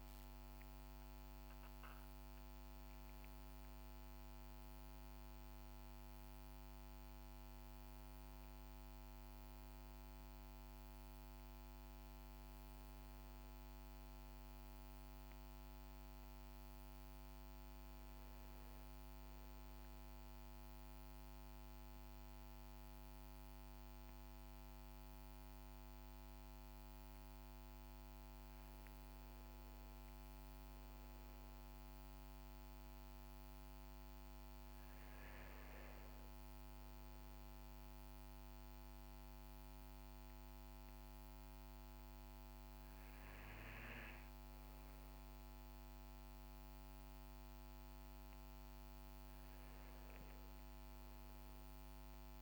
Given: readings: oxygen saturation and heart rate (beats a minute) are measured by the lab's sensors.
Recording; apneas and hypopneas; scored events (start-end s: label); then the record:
breathing in sleep, hard to hear, by a microphone on the trachea; 1
19.00-29.50 s: central apnea (oxygen 97% before, 95% lowest, heart rate 79 before, 57 extreme, up 5 after)
31.00-35.00 s: arousal
42.00-52.42 s: new sleep stage, N2 (light sleep)
From the record:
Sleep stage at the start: N1 (lightest sleep); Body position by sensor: on the back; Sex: male